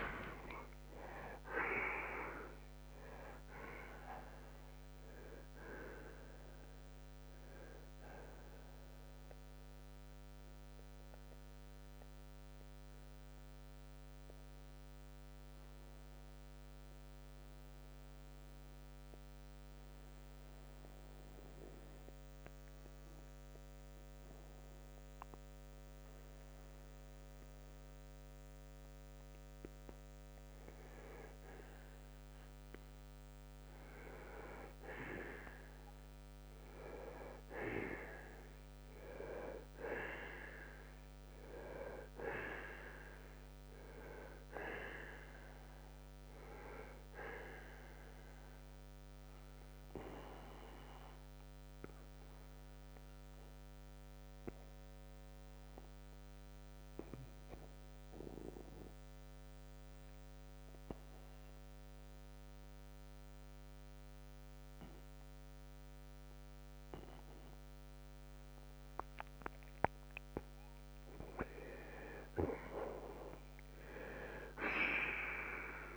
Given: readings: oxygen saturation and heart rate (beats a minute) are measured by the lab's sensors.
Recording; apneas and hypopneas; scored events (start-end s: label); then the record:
breathing in sleep by a microphone on the trachea; 2
0.00-1.00 s: arousal
2.50-75.97 s: new sleep stage, N2 (light sleep)
10.50-31.50 s: mixed apnea (oxygen 95% before, 84% lowest)
24.50-42.50 s: oxygen desaturation (device-marked, oxygen 92% before, 84% lowest)
32.50-36.50 s: arousal
47.50-70.00 s: obstructive apnea (oxygen 95% before, 83% lowest)
53.50-72.50 s: oxygen desaturation (device-marked, oxygen 95% before, 87% lowest)
From the record:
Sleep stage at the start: N1 (lightest sleep); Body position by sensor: on the right side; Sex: male